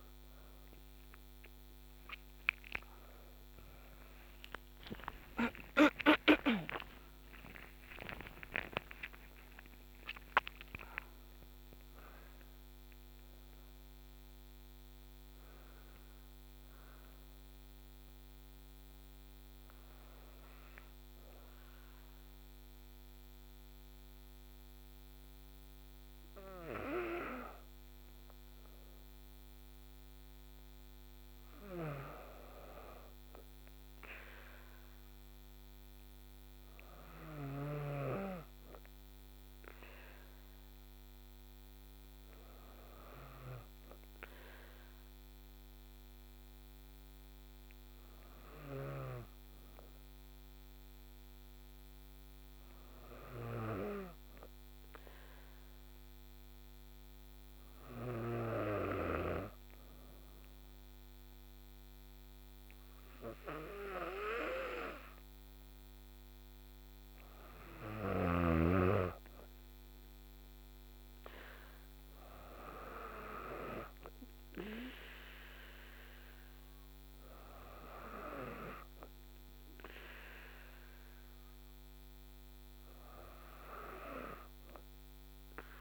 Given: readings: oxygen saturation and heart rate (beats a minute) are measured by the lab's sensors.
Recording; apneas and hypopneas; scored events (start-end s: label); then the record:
breathing in sleep by a microphone on the trachea; 1
4.00-9.00 s: arousal
42.00-45.50 s: arousal
49.50-66.00 s: hypopnea (oxygen 98% before, 95% lowest, heart rate 55 before, 53 extreme, up 4 after)
67.50-71.00 s: arousal
From the record:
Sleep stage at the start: N2 (light sleep); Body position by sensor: on the back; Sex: female